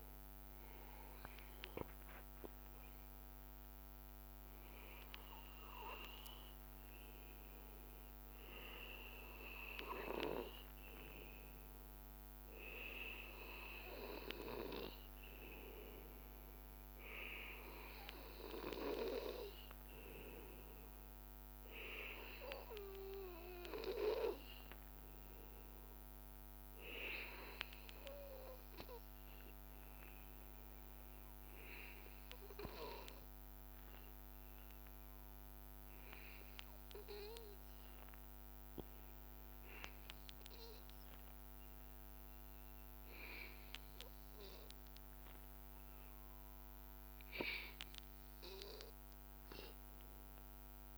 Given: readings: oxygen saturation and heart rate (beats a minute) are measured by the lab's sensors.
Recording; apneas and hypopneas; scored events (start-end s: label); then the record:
breathing in sleep by a microphone on the trachea; 1
1.50-6.00 s: arousal
11.00-33.50 s: obstructive apnea (oxygen 97% before, 91% lowest, heart rate 79 before, 77 extreme, up 1 after)
38.00-42.00 s: arousal
48.50-50.97 s: oxygen desaturation (device-marked, oxygen 95% before, 91% lowest, heart rate 78 before, 78 extreme)
From the record:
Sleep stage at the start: N2 (light sleep); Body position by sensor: on the back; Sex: male